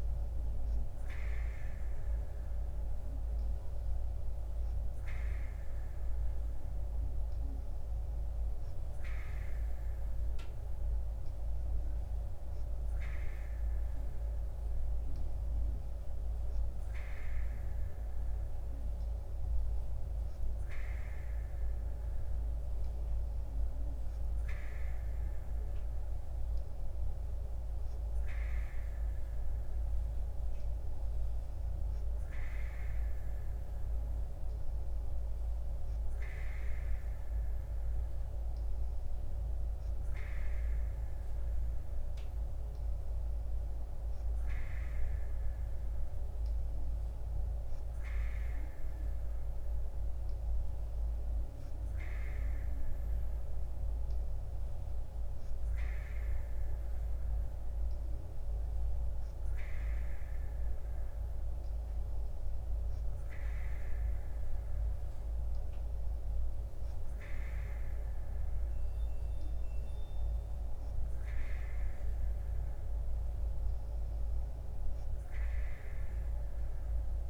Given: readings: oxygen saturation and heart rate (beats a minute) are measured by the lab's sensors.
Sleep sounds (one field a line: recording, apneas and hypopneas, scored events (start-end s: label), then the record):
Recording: breathing in sleep, hard to hear, by a room microphone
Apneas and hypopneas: none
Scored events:
none scored
From the record:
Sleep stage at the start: N2 (light sleep)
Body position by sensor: on the right side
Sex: female